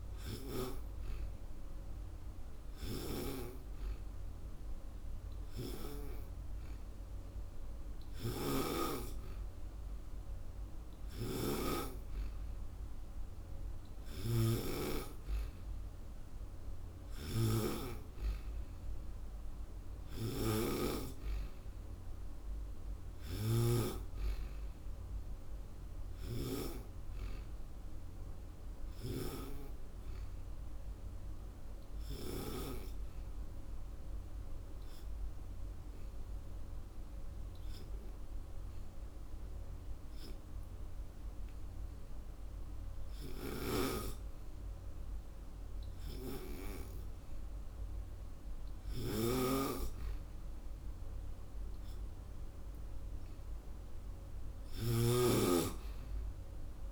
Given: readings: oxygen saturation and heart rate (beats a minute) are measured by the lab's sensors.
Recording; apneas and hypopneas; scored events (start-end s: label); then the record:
breathing in sleep by a room microphone; 1
0.00-14.00 s: oxygen desaturation (device-marked, oxygen 96% before, 93% lowest, heart rate 37 before, 30 extreme)
8.00-11.50 s: snoring (device-marked)
22.50-26.00 s: arousal
30.50-51.50 s: hypopnea (oxygen 94% before, 91% lowest)
54.00-56.92 s: arousal
54.50-56.92 s: snoring (device-marked)
From the record:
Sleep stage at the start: N2 (light sleep); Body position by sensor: on the back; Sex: female